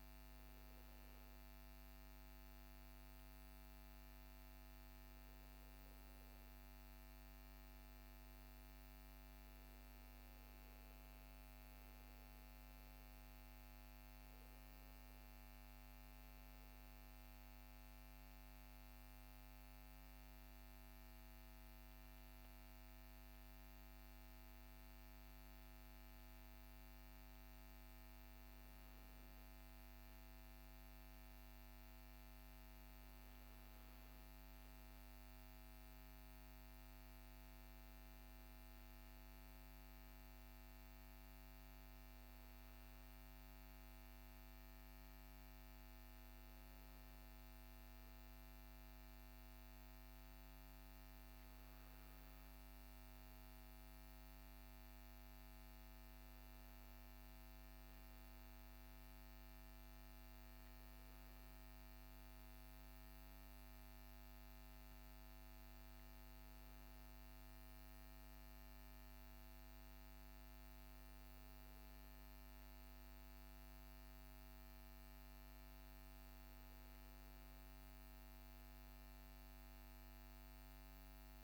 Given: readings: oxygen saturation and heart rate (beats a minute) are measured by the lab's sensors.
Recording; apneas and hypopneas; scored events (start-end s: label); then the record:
a person partly awake in a sleep study, hard to hear, by a microphone on the trachea; 1
5.50-81.44 s: new sleep stage, N2 (light sleep)
18.00-28.50 s: obstructive apnea (oxygen 97% before, 95% lowest, heart rate 78 before, 56 extreme, up 4 after)
30.50-34.00 s: arousal
From the record:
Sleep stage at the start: awake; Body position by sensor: on the back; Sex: male